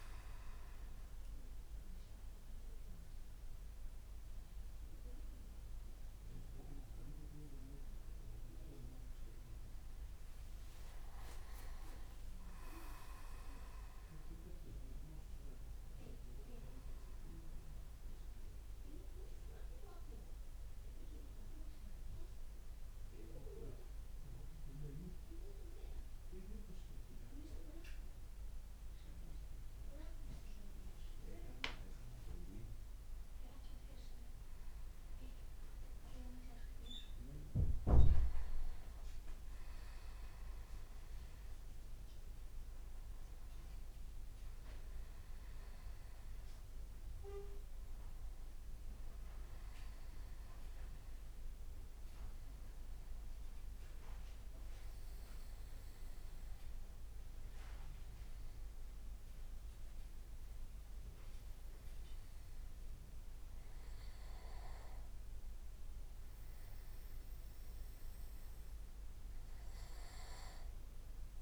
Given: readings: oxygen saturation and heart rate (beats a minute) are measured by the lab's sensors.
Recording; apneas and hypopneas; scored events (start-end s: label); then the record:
breathing in sleep by a room microphone; 2
10.00-12.00 s: leg movement (device-marked)
20.00-33.50 s: obstructive apnea (oxygen 99% before, 96% lowest)
29.50-33.50 s: leg movement (device-marked)
35.00-38.50 s: arousal
51.00-64.50 s: obstructive apnea (oxygen 98% before, 95% lowest)
66.00-69.50 s: arousal
From the record:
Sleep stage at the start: N2 (light sleep); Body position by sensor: on the back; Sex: male